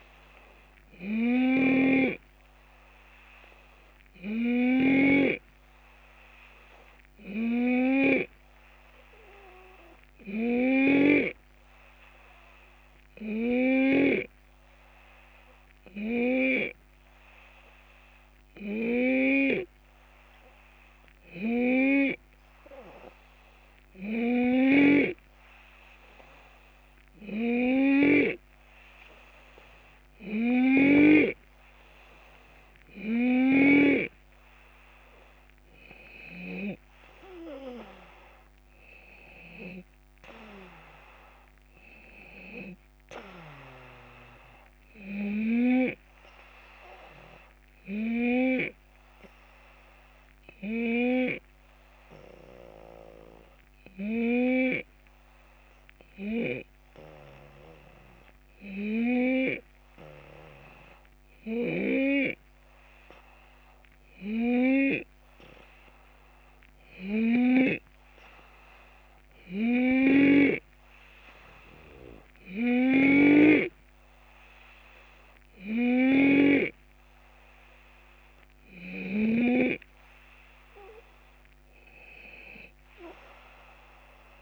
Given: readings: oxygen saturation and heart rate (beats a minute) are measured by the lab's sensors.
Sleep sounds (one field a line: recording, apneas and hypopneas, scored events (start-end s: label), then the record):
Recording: breathing in sleep by a microphone on the trachea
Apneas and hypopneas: 2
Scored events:
0.00-11.00 s: snoring (device-marked)
1.50-4.50 s: arousal
8.00-21.00 s: obstructive apnea (oxygen 93% before, 89% lowest)
21.00-24.50 s: arousal
24.50-34.00 s: snoring (device-marked)
46.00-60.50 s: hypopnea (oxygen 91% before, 90% lowest)
62.50-66.50 s: arousal
72.50-84.42 s: snoring (device-marked)
81.50-84.00 s: arousal
From the record:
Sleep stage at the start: N2 (light sleep)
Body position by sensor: on the left side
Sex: male